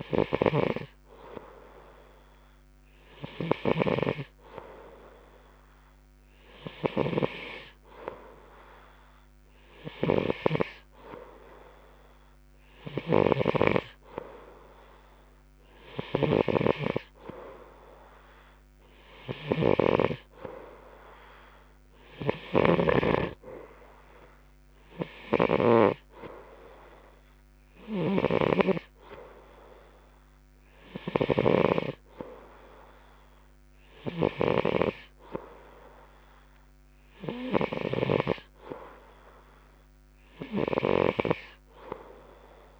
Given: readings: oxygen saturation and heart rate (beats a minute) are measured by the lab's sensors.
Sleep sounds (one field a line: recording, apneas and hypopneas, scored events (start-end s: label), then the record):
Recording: breathing in sleep by a microphone on the trachea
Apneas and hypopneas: none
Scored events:
23.00-35.00 s: snoring (device-marked)
From the record:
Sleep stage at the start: N2 (light sleep)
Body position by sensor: on the right side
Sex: male